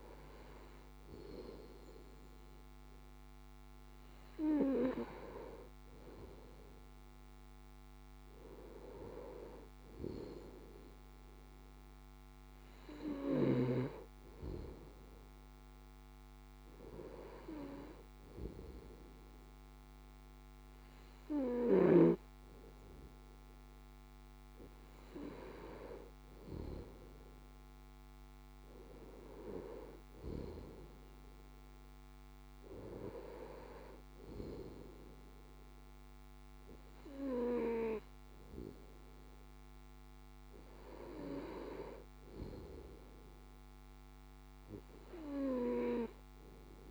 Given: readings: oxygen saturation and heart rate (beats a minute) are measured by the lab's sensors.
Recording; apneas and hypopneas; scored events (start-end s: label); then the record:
breathing in sleep by a microphone on the trachea; none
none scored
From the record:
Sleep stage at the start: N2 (light sleep); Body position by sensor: on the left side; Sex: male